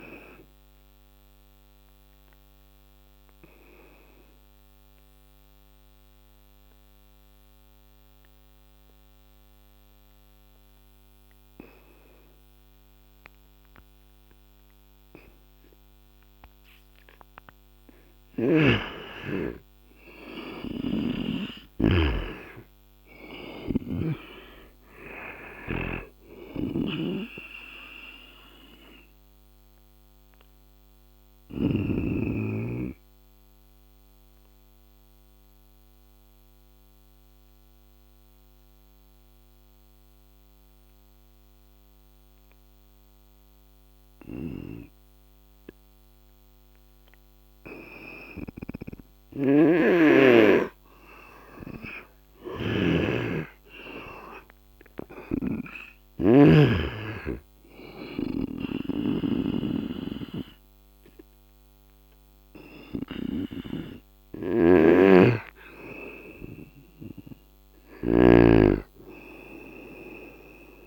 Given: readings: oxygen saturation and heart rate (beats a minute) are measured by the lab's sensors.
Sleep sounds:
breathing in sleep by a microphone on the trachea; 2
0.50-16.50 s: obstructive apnea (oxygen 97% before, 89% lowest, heart rate 76 before, 71 extreme, up 9 after)
12.00-24.00 s: oxygen desaturation (device-marked, oxygen 94% before, 91% lowest, heart rate 77 before, 69 extreme)
19.00-22.00 s: arousal
20.00-31.50 s: snoring (device-marked)
33.00-46.00 s: obstructive apnea (oxygen 97% before, 89% lowest, heart rate 78 before, 69 extreme, up 5 after)
45.00-55.00 s: oxygen desaturation (device-marked, oxygen 95% before, 89% lowest, heart rate 75 before, 66 extreme)
48.00-51.50 s: arousal
48.50-52.50 s: snoring (device-marked)
54.50-68.00 s: snoring (device-marked)
From the record:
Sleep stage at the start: N2 (light sleep); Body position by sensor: on the right side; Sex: male

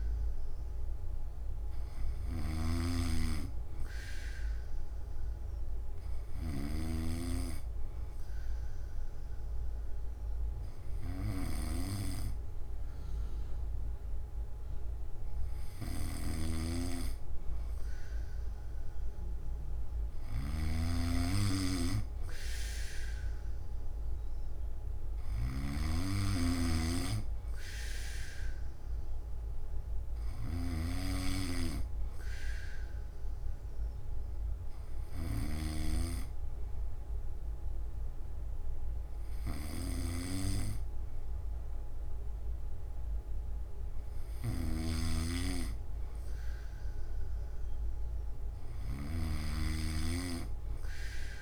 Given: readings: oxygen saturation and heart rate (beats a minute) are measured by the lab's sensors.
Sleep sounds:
breathing in sleep by a room microphone; none
0.00-51.41 s: snoring (device-marked)
11.50-51.41 s: new sleep stage, N1 (lightest sleep)
From the record:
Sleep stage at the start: N3 (deep sleep); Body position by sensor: on the back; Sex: male

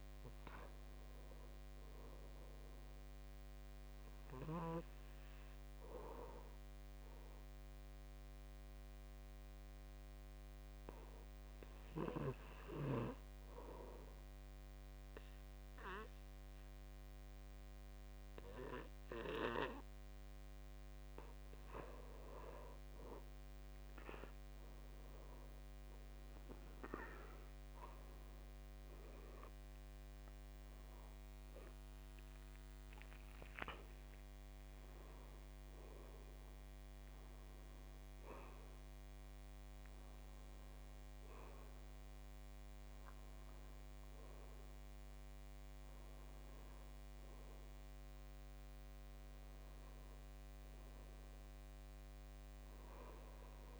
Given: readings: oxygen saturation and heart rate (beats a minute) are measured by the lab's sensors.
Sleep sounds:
breathing in sleep by a microphone on the trachea; 1
4.00-21.50 s: obstructive apnea (oxygen 98% before, 91% lowest, heart rate 58 before, 50 extreme, up 15 after)
10.00-12.00 s: long interval between heartbeats (device-marked, heart rate 57 before, 60 extreme)
19.50-52.50 s: oxygen desaturation (device-marked, oxygen 97% before, 91% lowest, heart rate 56 before, 51 extreme)
24.00-28.00 s: arousal
From the record:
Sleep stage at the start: N2 (light sleep); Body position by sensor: on the back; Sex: male

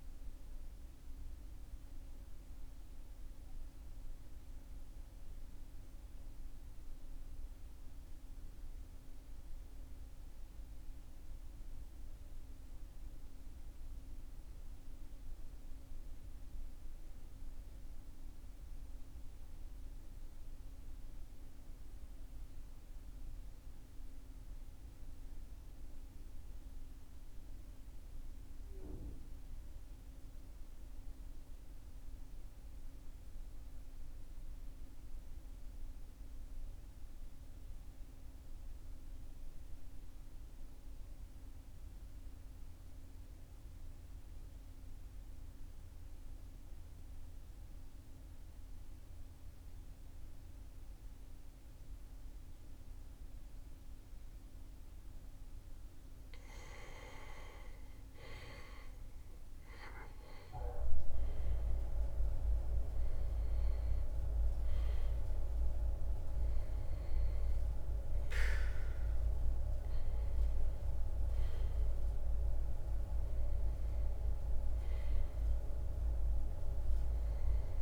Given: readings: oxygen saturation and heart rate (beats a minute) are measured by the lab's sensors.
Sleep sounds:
breathing in sleep by a room microphone; 1
0.00-13.50 s: oxygen desaturation (device-marked, oxygen 94% lowest, heart rate 38 extreme)
1.00-56.00 s: obstructive apnea (oxygen 97% before, 90% lowest, heart rate 43 before, 39 extreme, up 4 after)
57.50-63.00 s: arousal
From the record:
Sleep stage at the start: REM sleep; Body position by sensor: on the back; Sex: male

